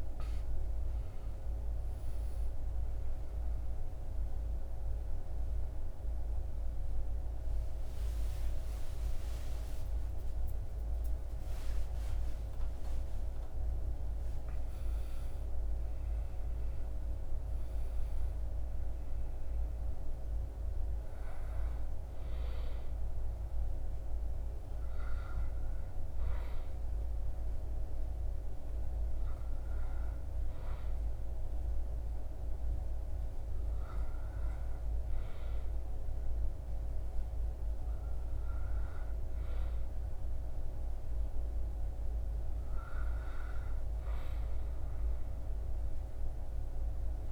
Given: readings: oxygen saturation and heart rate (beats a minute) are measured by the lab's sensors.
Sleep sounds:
a person awake in a sleep study, hard to hear, by a room microphone; none
0.00-23.00 s: oxygen desaturation (device-marked, oxygen 68% lowest, heart rate 58 extreme)
11.00-47.32 s: new sleep stage, awake
From the record:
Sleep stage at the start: N2 (light sleep); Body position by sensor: on the back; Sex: male

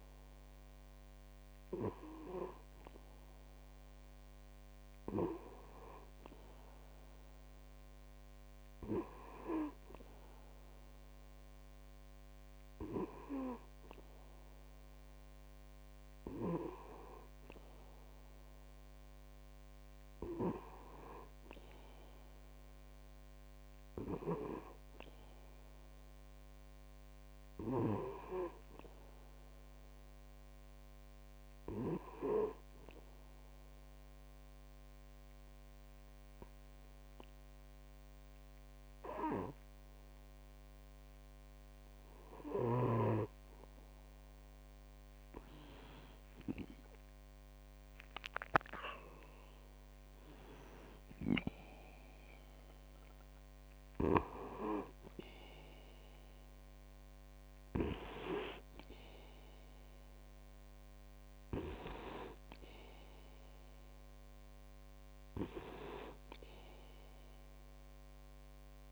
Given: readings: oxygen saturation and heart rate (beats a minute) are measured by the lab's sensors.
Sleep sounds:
breathing in sleep by a microphone on the trachea; 1
33.00-43.00 s: obstructive apnea (oxygen 97% before, 95% lowest, heart rate 53 before, 48 extreme, up 10 after)
45.50-50.00 s: arousal
From the record:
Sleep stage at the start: N2 (light sleep); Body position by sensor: on the back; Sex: male

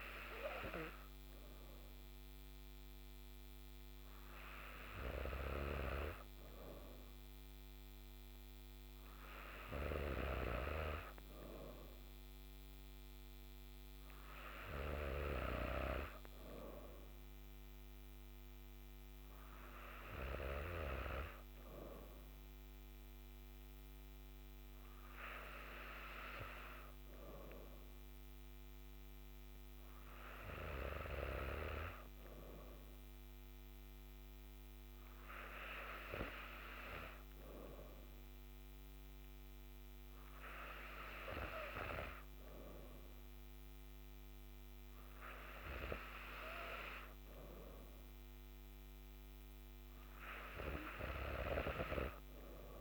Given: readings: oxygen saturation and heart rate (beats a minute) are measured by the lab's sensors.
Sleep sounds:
breathing in sleep by a microphone on the trachea; none
none scored
From the record:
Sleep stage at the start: N3 (deep sleep); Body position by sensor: on the back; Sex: female

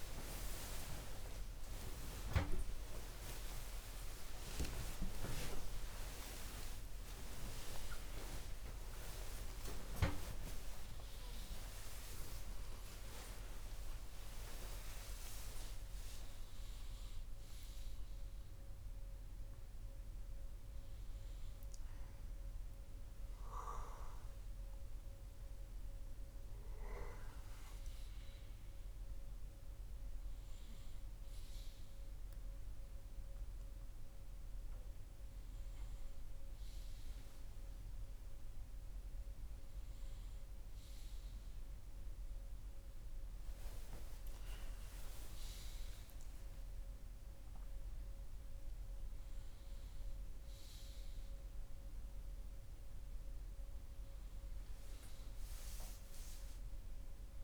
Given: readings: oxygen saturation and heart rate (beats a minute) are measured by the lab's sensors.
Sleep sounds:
a person awake in a sleep study, by a room microphone; none
8.00-13.00 s: oxygen desaturation (device-marked, oxygen 99% before, 96% lowest, heart rate 64 before, 75 extreme)
From the record:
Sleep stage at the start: awake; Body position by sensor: on the left side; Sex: male

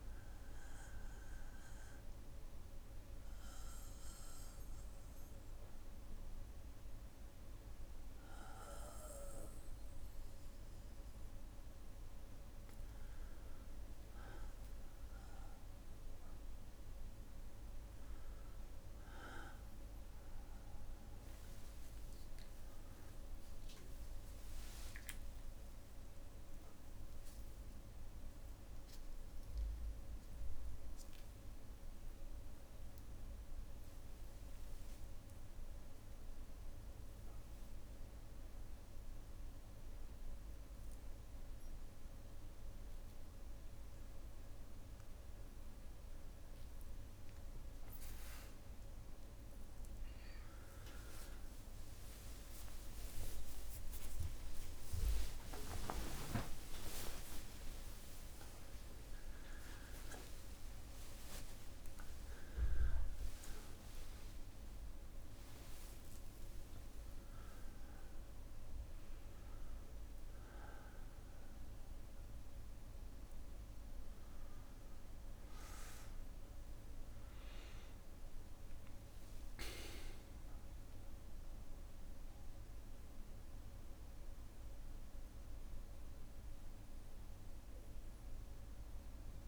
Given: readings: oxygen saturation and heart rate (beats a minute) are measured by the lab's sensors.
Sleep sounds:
a person awake in a sleep study, by a room microphone; none
0.00-11.00 s: bradycardia (device-marked, heart rate 58 extreme)
23.00-25.00 s: long interval between heartbeats (device-marked, heart rate 60 before, 78 extreme)
26.00-29.00 s: bradycardia (device-marked, heart rate 63 before, 70 extreme)
35.00-37.00 s: long interval between heartbeats (device-marked, heart rate 66 before, 69 extreme)
35.00-89.48 s: new sleep stage, awake
40.00-46.00 s: bradycardia (device-marked, heart rate 63 before, 59 extreme)
48.00-60.00 s: tachycardia (device-marked, heart rate 63 before, 200 extreme)
50.50-52.50 s: long interval between heartbeats (device-marked, heart rate 64 before, 82 extreme)
53.50-55.50 s: long interval between heartbeats (device-marked, heart rate 70 before, 145 extreme)
56.50-58.50 s: long interval between heartbeats (device-marked, heart rate 84 before, 185 extreme)
61.00-63.00 s: long interval between heartbeats (device-marked, heart rate 108 before, 117 extreme)
86.00-89.48 s: bradycardia (device-marked, heart rate 66 before, 59 extreme)
From the record:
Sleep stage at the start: N1 (lightest sleep); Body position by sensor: on the back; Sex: male

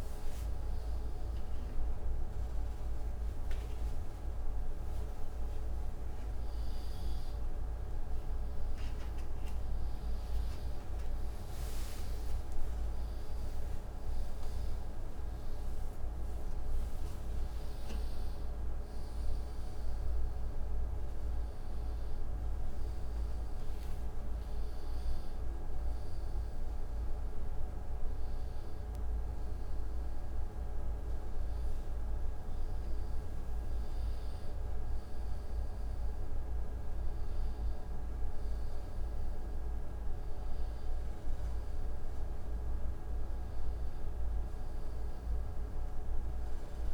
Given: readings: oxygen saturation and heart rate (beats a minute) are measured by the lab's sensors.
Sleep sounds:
a person awake in a sleep study, hard to hear, by a room microphone; none
none scored
From the record:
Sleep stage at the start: awake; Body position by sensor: on the right side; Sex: male

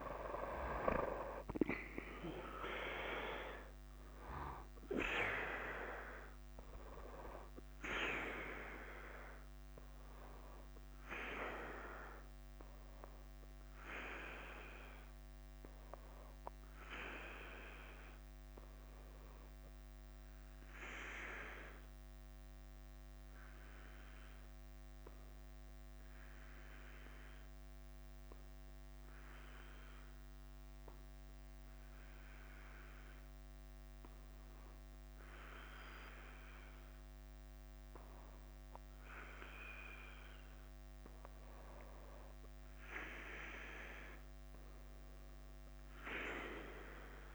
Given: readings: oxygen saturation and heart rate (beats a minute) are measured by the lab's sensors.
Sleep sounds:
breathing in sleep by a microphone on the trachea; 1
0.00-4.50 s: arousal
3.50-47.34 s: bradycardia (device-marked, heart rate 52 before, 45 extreme)
20.00-38.00 s: obstructive apnea (oxygen 98% before, 94% lowest, heart rate 54 before, 47 extreme, up 11 after)
38.50-47.34 s: oxygen desaturation (device-marked, oxygen 97% before, 94% lowest, heart rate 52 before, 45 extreme)
43.00-47.34 s: arousal
From the record:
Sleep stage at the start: N2 (light sleep); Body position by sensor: on the back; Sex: male

